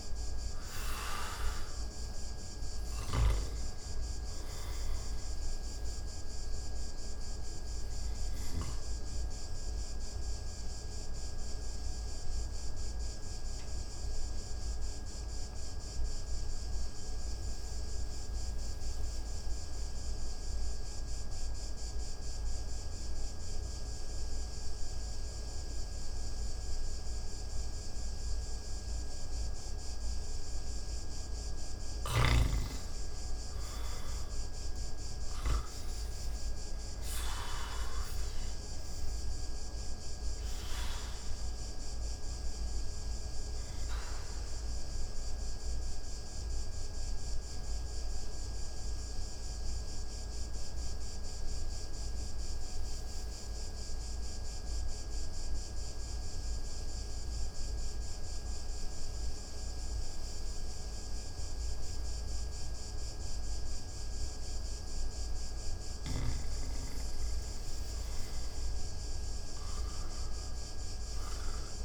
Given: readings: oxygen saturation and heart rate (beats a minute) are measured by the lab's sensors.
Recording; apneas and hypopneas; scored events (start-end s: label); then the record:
breathing in sleep, hard to hear, by a room microphone; 2
0.00-2.50 s: arousal
0.00-24.00 s: oxygen desaturation (device-marked, oxygen 88% lowest)
6.50-30.50 s: obstructive apnea (oxygen 97% before, 86% lowest)
35.00-64.00 s: oxygen desaturation (device-marked, oxygen 98% before, 86% lowest)
35.50-39.50 s: arousal
44.50-65.00 s: mixed apnea (oxygen 98% before, 86% lowest)
67.50-71.00 s: arousal
From the record:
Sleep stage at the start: N2 (light sleep); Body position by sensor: on the back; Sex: male